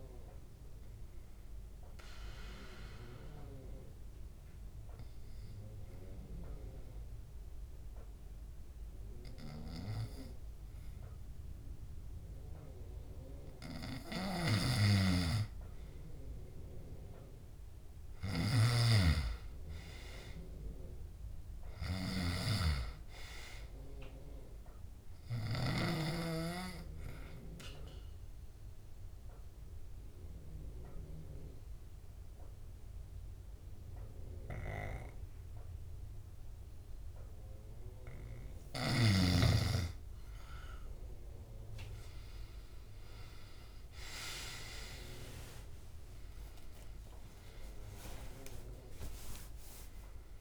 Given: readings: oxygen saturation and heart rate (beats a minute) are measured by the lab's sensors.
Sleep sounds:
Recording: breathing in sleep by a room microphone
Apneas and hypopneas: 2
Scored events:
0.00-19.00 s: oxygen desaturation (device-marked, oxygen 90% lowest, heart rate 67 extreme)
1.50-13.50 s: obstructive apnea (oxygen 97% before, 90% lowest, heart rate 72 before, 67 extreme, up 2 after)
14.00-26.00 s: snoring (device-marked)
17.50-22.00 s: arousal
26.00-37.50 s: obstructive apnea (oxygen 98% before, 90% lowest, heart rate 70 before, 67 extreme, up 18 after)
30.00-45.00 s: oxygen desaturation (device-marked, oxygen 98% before, 91% lowest, heart rate 70 before, 66 extreme)
40.00-45.00 s: arousal
From the record:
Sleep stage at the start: N2 (light sleep)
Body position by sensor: on the back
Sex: male

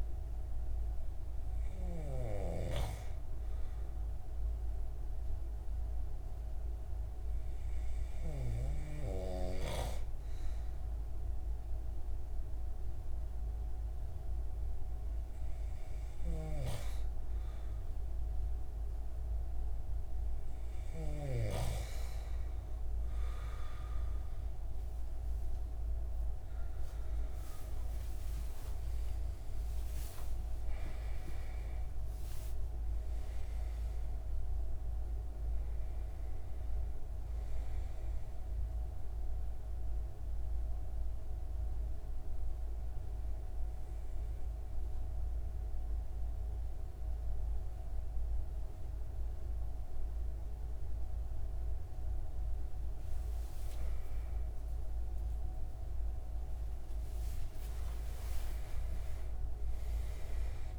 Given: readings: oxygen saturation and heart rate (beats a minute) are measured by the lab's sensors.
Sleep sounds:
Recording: breathing in sleep by a room microphone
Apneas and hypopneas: 1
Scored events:
28.00-33.00 s: arousal
39.50-52.00 s: mixed apnea (oxygen 95% before, 93% lowest)
55.00-60.00 s: arousal
From the record:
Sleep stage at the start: N2 (light sleep)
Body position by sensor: on the right side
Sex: male

